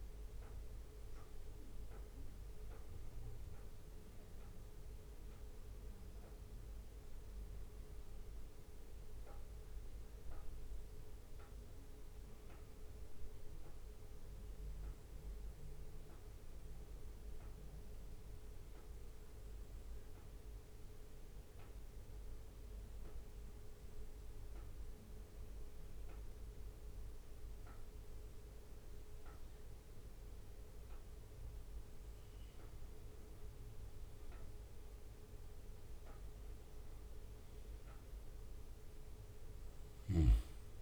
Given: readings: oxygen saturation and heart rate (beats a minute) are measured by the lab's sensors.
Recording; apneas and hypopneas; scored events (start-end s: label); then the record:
breathing in sleep, hard to hear, by a room microphone; 1
0.00-12.50 s: bradycardia (device-marked, heart rate 56 extreme)
6.50-30.50 s: obstructive apnea (oxygen 98% before, 96% lowest, heart rate 58 before, 57 extreme, up 3 after)
13.50-29.50 s: bradycardia (device-marked, heart rate 59 before, 58 extreme)
33.50-37.50 s: arousal
From the record:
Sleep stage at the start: N2 (light sleep); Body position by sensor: on the back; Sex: male